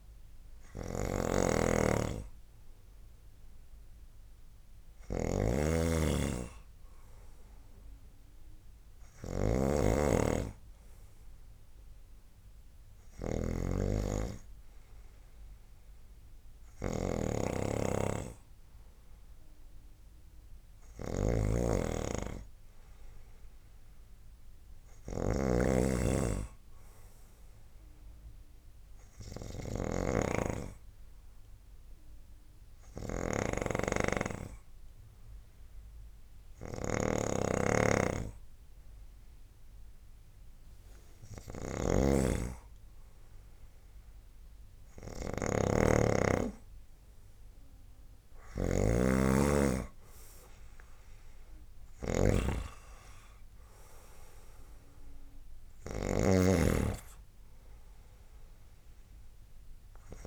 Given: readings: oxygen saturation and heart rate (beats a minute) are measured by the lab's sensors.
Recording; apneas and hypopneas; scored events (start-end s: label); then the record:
breathing in sleep by a room microphone; 1
0.00-56.50 s: snoring (device-marked)
23.50-26.50 s: arousal
29.00-41.00 s: hypopnea (oxygen 97% before, 86% lowest, heart rate 74 before, 69 extreme, up 9 after)
43.50-48.00 s: arousal
From the record:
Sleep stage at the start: N2 (light sleep); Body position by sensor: on the right side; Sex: male